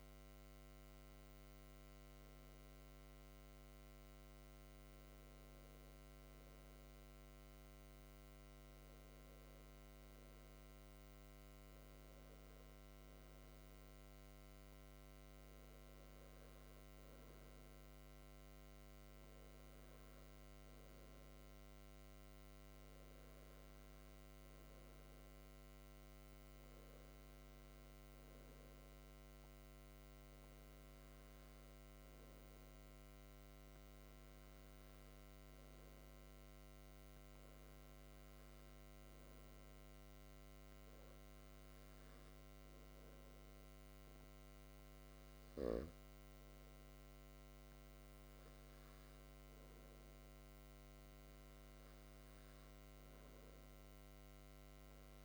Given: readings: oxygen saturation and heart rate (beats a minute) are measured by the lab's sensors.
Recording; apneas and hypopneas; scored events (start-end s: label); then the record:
breathing in sleep, hard to hear, by a microphone on the trachea; none
none scored
From the record:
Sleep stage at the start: N2 (light sleep); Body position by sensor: on the back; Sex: male